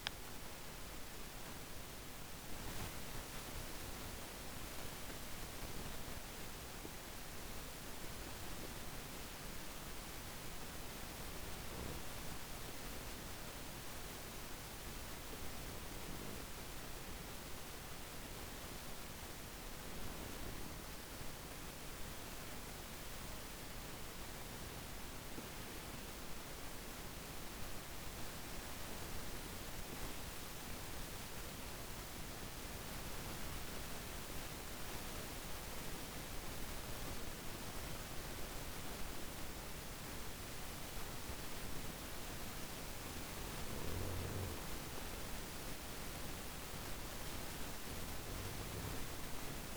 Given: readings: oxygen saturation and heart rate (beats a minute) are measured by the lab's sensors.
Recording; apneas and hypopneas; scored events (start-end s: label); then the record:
breathing in sleep, hard to hear, by a microphone on the trachea; none
0.00-1.00 s: arousal
From the record:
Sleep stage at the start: N2 (light sleep); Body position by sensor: on the back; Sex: male